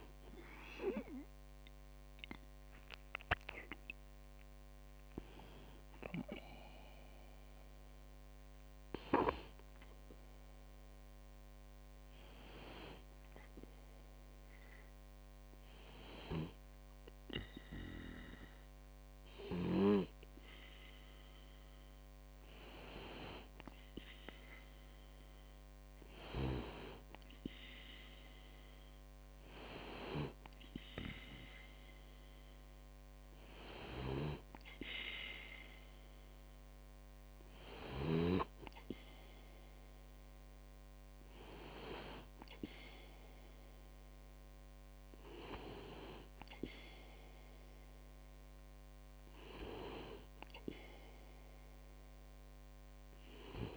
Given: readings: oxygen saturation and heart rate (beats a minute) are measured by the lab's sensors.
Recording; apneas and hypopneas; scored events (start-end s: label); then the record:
breathing in sleep by a microphone on the trachea; 1
0.50-5.00 s: arousal
12.00-23.00 s: hypopnea (oxygen 97% before, 96% lowest, heart rate 62 before, 45 extreme, up 5 after)
25.50-29.50 s: arousal
From the record:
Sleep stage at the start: N2 (light sleep); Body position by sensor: on the back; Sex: male